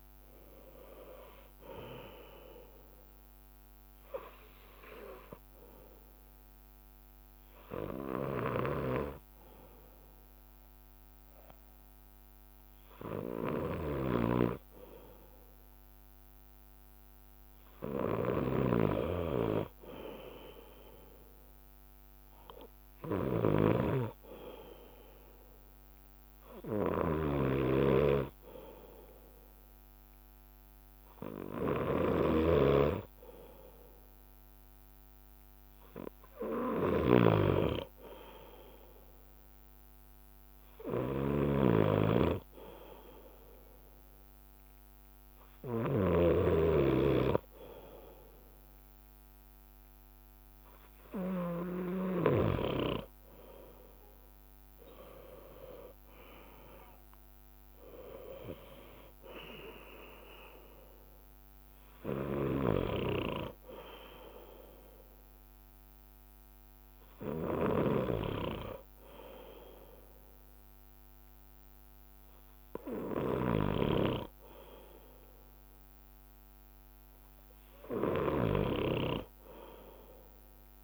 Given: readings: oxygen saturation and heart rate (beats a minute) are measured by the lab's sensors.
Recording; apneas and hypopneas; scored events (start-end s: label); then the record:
breathing in sleep by a microphone on the trachea; 1
3.00-22.00 s: bradycardia (device-marked, heart rate 63 before, 56 extreme)
5.00-15.00 s: hypopnea (oxygen 96% before, 95% lowest, heart rate 61 before, 56 extreme, up 2 after)
9.00-15.00 s: leg movement (device-marked)
16.00-28.00 s: drop in pulse transit time (device-marked, heart rate 61 before, 56 extreme)
17.00-20.00 s: arousal
18.50-26.50 s: leg movement (device-marked)
23.00-52.00 s: bradycardia (device-marked, heart rate 63 before, 57 extreme)
27.00-46.50 s: snoring (device-marked)
29.00-31.00 s: leg movement (device-marked)
31.00-35.00 s: leg movement (device-marked)
38.50-45.50 s: leg movement (device-marked)
53.00-57.00 s: arousal
62.00-80.83 s: bradycardia (device-marked, heart rate 63 before, 57 extreme)
69.00-73.00 s: leg movement (device-marked)
75.50-77.50 s: leg movement (device-marked)
From the record:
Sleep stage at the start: N2 (light sleep); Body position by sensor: on the left side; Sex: male